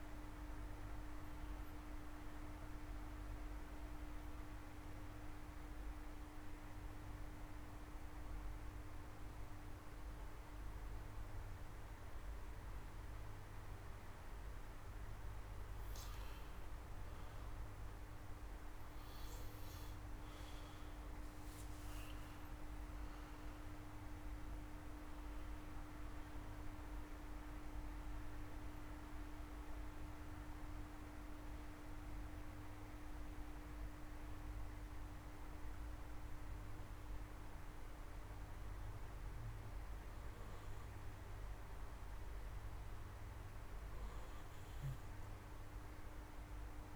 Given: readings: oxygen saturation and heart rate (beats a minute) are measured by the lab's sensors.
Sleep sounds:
breathing in sleep, hard to hear, by a room microphone; 2
0.00-1.50 s: arousal
4.00-15.00 s: hypopnea (oxygen 92% before, 89% lowest)
20.00-24.50 s: arousal
23.00-32.00 s: oxygen desaturation (device-marked, oxygen 96% before, 89% lowest)
30.50-41.50 s: hypopnea (oxygen 96% before, 89% lowest)
45.00-46.96 s: oxygen desaturation (device-marked, oxygen 94% before, 89% lowest)
From the record:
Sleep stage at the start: N2 (light sleep); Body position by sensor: on the back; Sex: male

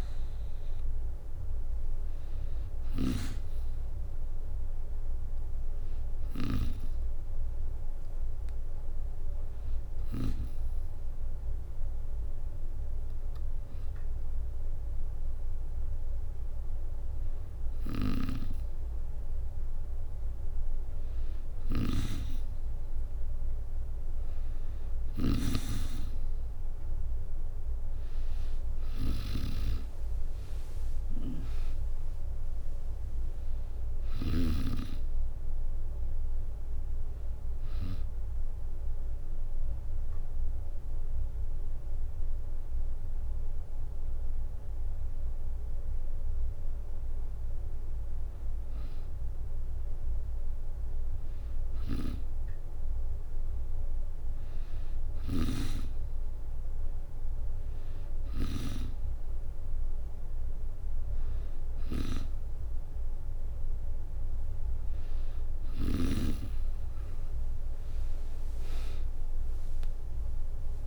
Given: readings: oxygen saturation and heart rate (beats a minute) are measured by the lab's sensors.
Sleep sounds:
breathing in sleep by a room microphone; 1
0.00-6.50 s: snoring (device-marked)
4.00-14.00 s: oxygen desaturation (device-marked, oxygen 98% before, 94% lowest, heart rate 67 before, 67 extreme)
17.50-34.00 s: snoring (device-marked)
25.00-27.50 s: arousal
29.00-41.00 s: drop in pulse transit time (device-marked, heart rate 69 before, 68 extreme)
37.00-48.00 s: hypopnea (oxygen 97% before, 92% lowest, heart rate 72 before, 63 extreme, up 3 after)
51.50-54.00 s: arousal
51.50-58.50 s: snoring (device-marked)
57.00-68.00 s: oxygen desaturation (device-marked, oxygen 97% before, 94% lowest, heart rate 66 before, 63 extreme)
65.50-70.87 s: snoring (device-marked)
67.50-70.87 s: arousal
68.00-70.87 s: drop in pulse transit time (device-marked, heart rate 68 before, 65 extreme)
From the record:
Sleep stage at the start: N2 (light sleep); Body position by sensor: on the back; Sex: female

